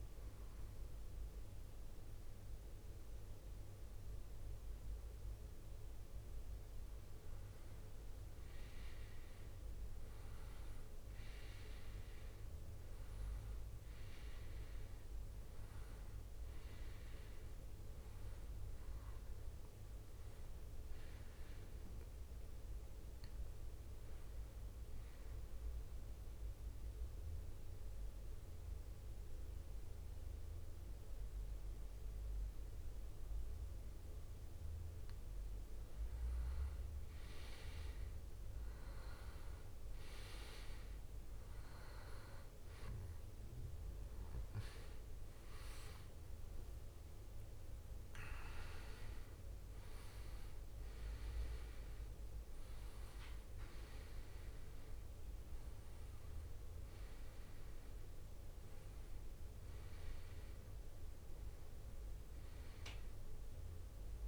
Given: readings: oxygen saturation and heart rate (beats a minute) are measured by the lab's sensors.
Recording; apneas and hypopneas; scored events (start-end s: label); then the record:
breathing in sleep, hard to hear, by a room microphone; 1
26.50-36.50 s: obstructive apnea (oxygen 98% before, 94% lowest, heart rate 68 before, 64 extreme, up 3 after)
46.00-50.00 s: arousal
From the record:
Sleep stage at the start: N2 (light sleep); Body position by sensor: on the back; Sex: male